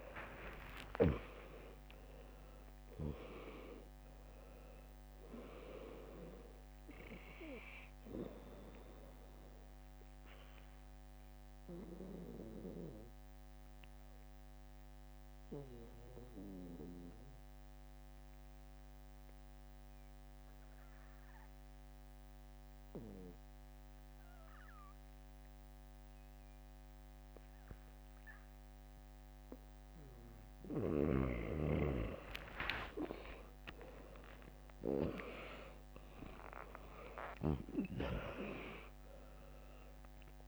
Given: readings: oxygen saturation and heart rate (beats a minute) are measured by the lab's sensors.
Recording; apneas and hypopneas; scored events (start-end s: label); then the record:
breathing in sleep by a microphone on the trachea; 1
0.00-1.50 s: long interval between heartbeats (device-marked, heart rate 74 extreme)
0.00-3.00 s: tachycardia (device-marked, heart rate 106 extreme)
0.00-4.00 s: arousal
0.00-26.00 s: oxygen desaturation (device-marked, oxygen 95% lowest, heart rate 57 extreme)
2.00-18.00 s: drop in pulse transit time (device-marked, heart rate 64 before, 69 extreme)
5.00-7.00 s: long interval between heartbeats (device-marked, heart rate 71 before, 90 extreme)
12.00-29.00 s: obstructive apnea (oxygen 99% before, 95% lowest, heart rate 81 before, 57 extreme, up 30 after)
17.00-30.00 s: bradycardia (device-marked, heart rate 71 before, 57 extreme)
31.50-36.50 s: arousal
34.00-36.00 s: long interval between heartbeats (device-marked, heart rate 63 before, 86 extreme)
35.00-40.48 s: drop in pulse transit time (device-marked, heart rate 63 before, 72 extreme)
From the record:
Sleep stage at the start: N2 (light sleep); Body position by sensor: on the back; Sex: female